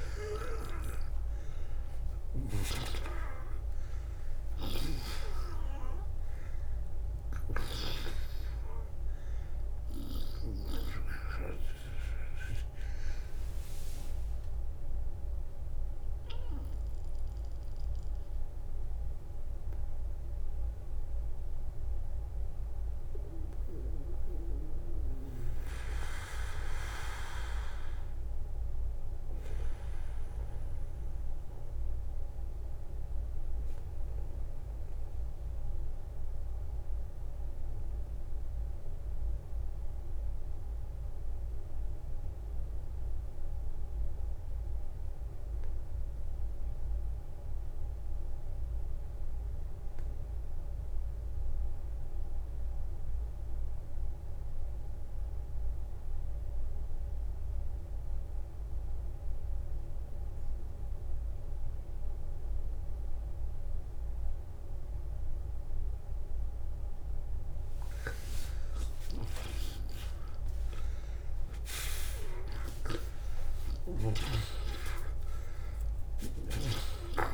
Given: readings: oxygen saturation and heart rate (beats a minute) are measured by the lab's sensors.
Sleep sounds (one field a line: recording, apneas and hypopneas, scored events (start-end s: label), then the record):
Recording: breathing in sleep by a room microphone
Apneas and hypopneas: 1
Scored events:
0.00-46.50 s: oxygen desaturation (device-marked, oxygen 79% lowest, heart rate 46 extreme)
8.00-10.00 s: long interval between heartbeats (device-marked, heart rate 57 before, 72 extreme)
13.50-68.00 s: mixed apnea (oxygen 94% before, 79% lowest, heart rate 63 before, 46 extreme)
57.00-59.00 s: long interval between heartbeats (device-marked, heart rate 53 before, 59 extreme)
65.50-72.50 s: oxygen desaturation (device-marked, oxygen 96% before, 91% lowest, heart rate 52 before, 58 extreme)
69.50-77.33 s: tachycardia (device-marked, heart rate 57 before, 138 extreme)
70.50-74.50 s: arousal
72.00-74.00 s: long interval between heartbeats (device-marked, heart rate 54 before, 89 extreme)
75.50-77.33 s: snoring (device-marked)
76.00-77.33 s: long interval between heartbeats (device-marked, heart rate 67 before, 137 extreme)
From the record:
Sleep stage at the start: N2 (light sleep)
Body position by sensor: on the back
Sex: male